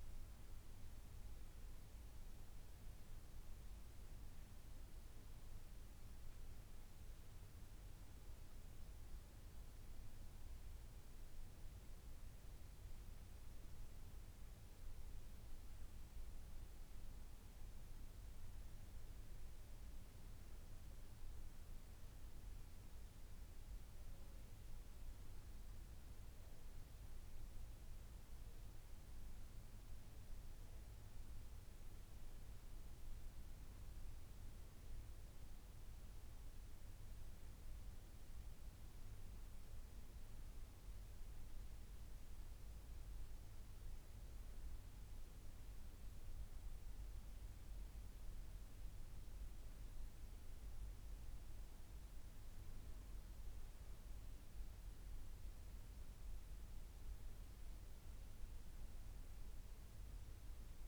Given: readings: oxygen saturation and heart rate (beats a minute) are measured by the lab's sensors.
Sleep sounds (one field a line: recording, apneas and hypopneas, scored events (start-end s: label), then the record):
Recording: breathing in sleep, hard to hear, by a room microphone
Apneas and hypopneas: none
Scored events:
none scored
From the record:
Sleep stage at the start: N2 (light sleep)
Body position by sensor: on the back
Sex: female